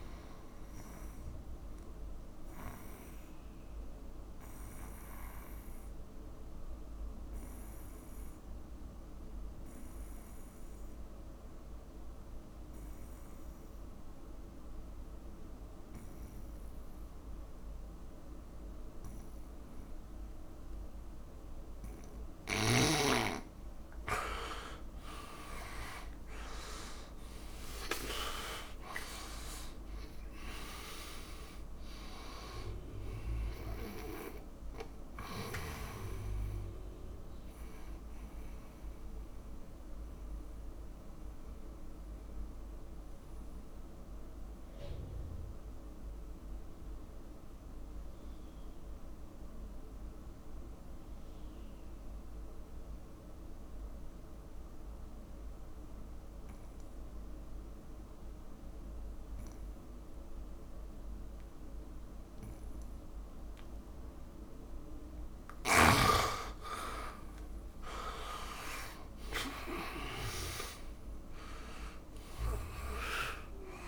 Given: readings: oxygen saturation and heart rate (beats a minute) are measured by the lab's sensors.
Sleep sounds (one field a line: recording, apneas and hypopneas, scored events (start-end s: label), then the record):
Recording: breathing in sleep by a room microphone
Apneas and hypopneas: 2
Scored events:
3.00-22.50 s: mixed apnea (oxygen 100% before, 83% lowest, heart rate 71 before, 52 extreme, up 26 after)
17.00-55.00 s: oxygen desaturation (device-marked, oxygen 99% before, 83% lowest, heart rate 61 before, 51 extreme)
24.50-28.50 s: arousal
37.50-63.50 s: mixed apnea (oxygen 99% before, 83% lowest, heart rate 66 before, 51 extreme, up 9 after)
61.00-73.88 s: oxygen desaturation (device-marked, oxygen 100% before, 91% lowest, heart rate 61 before, 53 extreme)
66.50-71.00 s: arousal
From the record:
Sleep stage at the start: N2 (light sleep)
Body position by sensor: on the back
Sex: male